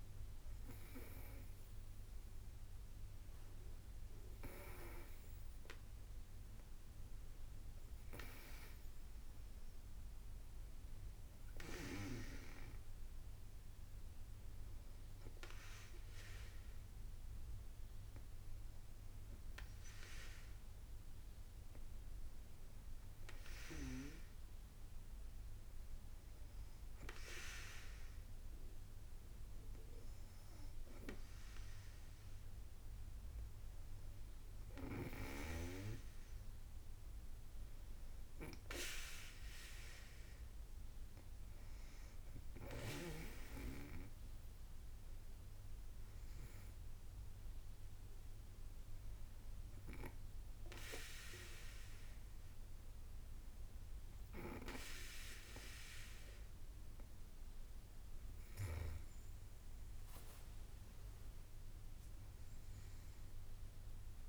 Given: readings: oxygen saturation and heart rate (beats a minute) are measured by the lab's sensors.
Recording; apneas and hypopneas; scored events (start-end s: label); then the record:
breathing in sleep by a room microphone; 2
17.50-31.50 s: hypopnea (oxygen 95% before, 94% lowest, heart rate 58 before, 57 extreme, up 2 after)
34.00-37.50 s: arousal
48.00-60.00 s: hypopnea (oxygen 95% before, 91% lowest, heart rate 59 before, 55 extreme, up 3 after)
From the record:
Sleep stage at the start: N2 (light sleep); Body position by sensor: on the back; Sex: female